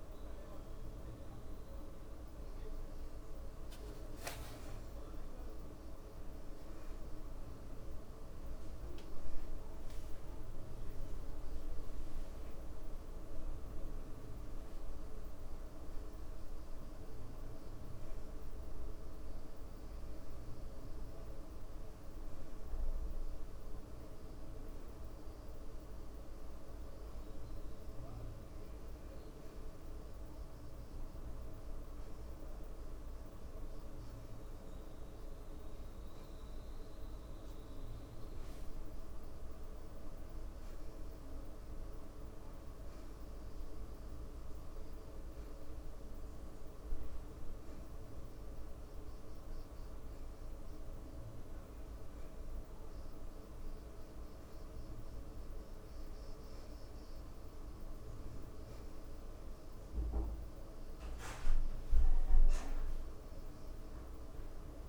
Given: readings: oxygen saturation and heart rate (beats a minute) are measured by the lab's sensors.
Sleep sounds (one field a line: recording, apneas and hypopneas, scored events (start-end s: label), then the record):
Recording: breathing in sleep, hard to hear, by a room microphone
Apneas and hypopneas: none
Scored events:
11.50-15.00 s: arousal
27.50-34.50 s: oxygen desaturation (device-marked, oxygen 92% before, 88% lowest, heart rate 63 before, 81 extreme)
From the record:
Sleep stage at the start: N2 (light sleep)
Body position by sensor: on the back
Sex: female